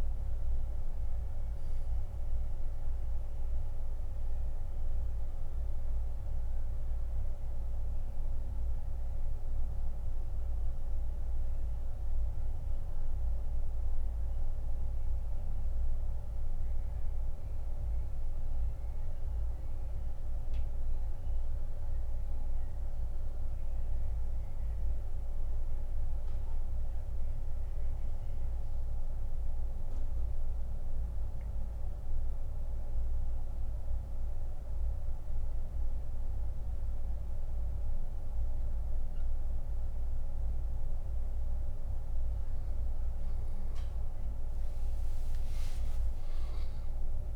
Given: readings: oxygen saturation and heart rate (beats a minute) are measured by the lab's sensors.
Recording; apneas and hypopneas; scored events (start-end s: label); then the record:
breathing in sleep, hard to hear, by a room microphone; 1
10.00-42.00 s: oxygen desaturation (device-marked, oxygen 95% before, 88% lowest, heart rate 89 before, 68 extreme)
14.50-40.00 s: central apnea (oxygen 98% before, 86% lowest, heart rate 87 before, 68 extreme, up 12 after)
45.50-47.36 s: arousal
From the record:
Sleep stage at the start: N2 (light sleep); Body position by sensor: on the back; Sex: male